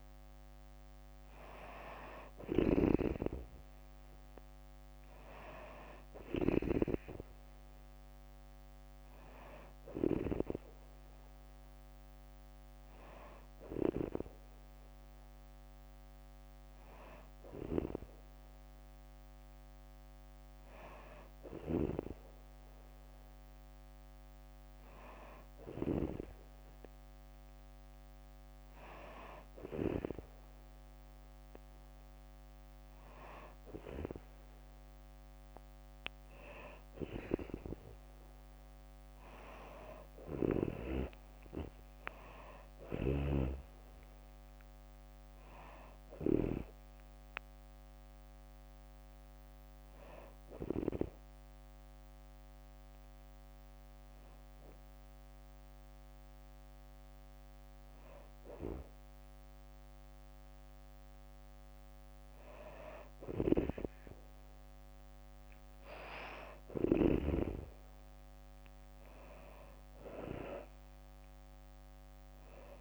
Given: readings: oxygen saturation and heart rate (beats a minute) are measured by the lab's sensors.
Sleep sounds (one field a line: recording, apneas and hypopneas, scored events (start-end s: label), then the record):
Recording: breathing in sleep by a microphone on the trachea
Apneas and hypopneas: 1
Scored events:
0.00-6.50 s: snoring (device-marked)
5.00-17.00 s: oxygen desaturation (device-marked, oxygen 96% before, 92% lowest, heart rate 63 before, 65 extreme)
21.00-25.50 s: snoring (device-marked)
39.00-42.00 s: arousal
39.00-52.00 s: drop in pulse transit time (device-marked, heart rate 67 before, 65 extreme)
42.50-46.00 s: snoring (device-marked)
48.00-59.50 s: hypopnea (oxygen 96% before, 93% lowest, heart rate 70 before, 62 extreme, up 4 after)
64.00-67.00 s: arousal
66.50-72.81 s: snoring (device-marked)
70.00-72.81 s: drop in pulse transit time (device-marked, heart rate 64 before, 64 extreme)
From the record:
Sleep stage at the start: N2 (light sleep)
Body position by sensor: on the back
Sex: female